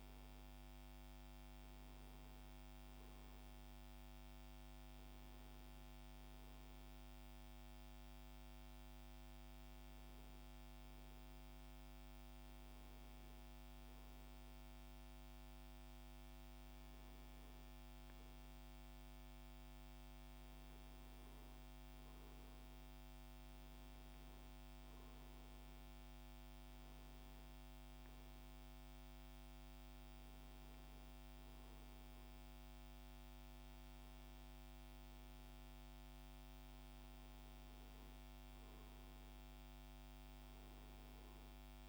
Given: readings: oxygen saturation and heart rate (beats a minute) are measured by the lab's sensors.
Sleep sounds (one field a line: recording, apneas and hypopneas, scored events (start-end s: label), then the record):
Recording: breathing in sleep, hard to hear, by a microphone on the trachea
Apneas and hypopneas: none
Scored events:
37.50-41.00 s: arousal
From the record:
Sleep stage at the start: N1 (lightest sleep)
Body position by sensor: on the right side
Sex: male